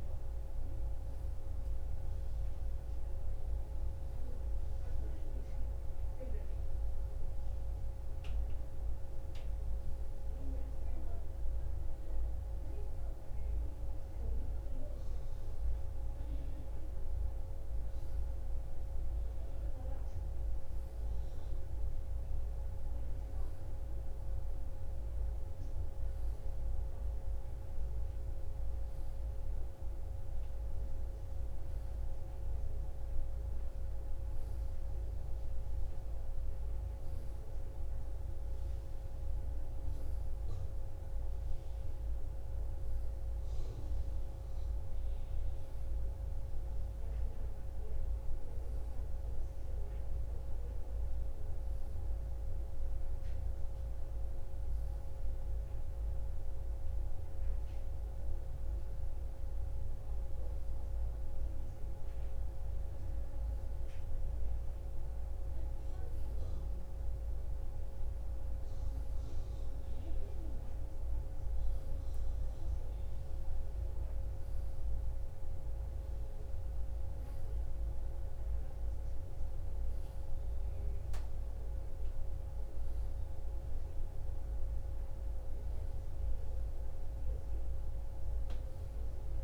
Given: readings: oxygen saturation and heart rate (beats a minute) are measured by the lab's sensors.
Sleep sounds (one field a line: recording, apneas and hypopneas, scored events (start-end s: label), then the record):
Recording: breathing in sleep, hard to hear, by a room microphone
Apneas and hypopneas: none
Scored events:
75.50-89.44 s: new sleep stage, N2 (light sleep)
From the record:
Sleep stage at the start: N1 (lightest sleep)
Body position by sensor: on the right side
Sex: female